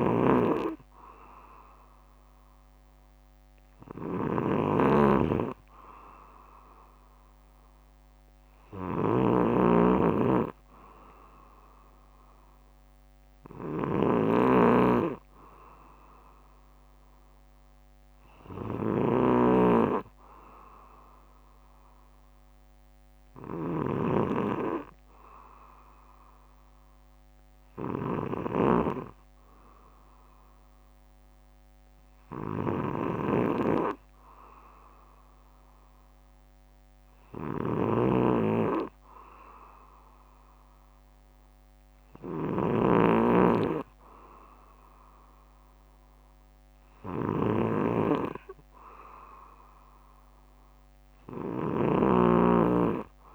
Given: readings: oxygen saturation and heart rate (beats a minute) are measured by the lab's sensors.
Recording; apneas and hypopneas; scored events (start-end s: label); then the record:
breathing in sleep by a microphone on the trachea; none
0.00-53.35 s: snoring (device-marked)
0.50-2.50 s: bradycardia (device-marked, heart rate 62 before, 64 extreme)
10.50-12.50 s: bradycardia (device-marked, heart rate 62 before, 63 extreme)
From the record:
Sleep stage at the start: N2 (light sleep); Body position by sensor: on the back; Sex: male